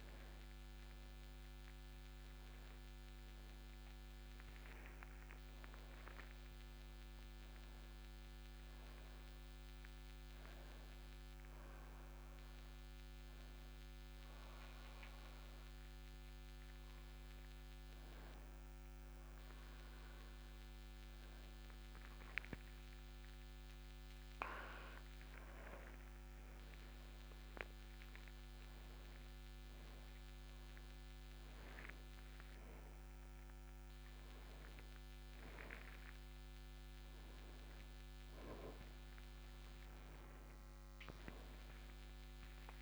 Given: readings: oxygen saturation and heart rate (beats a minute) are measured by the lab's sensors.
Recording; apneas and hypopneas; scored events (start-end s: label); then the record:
a person awake in a sleep study, by a microphone on the trachea; none
none scored
From the record:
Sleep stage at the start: awake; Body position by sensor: upright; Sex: male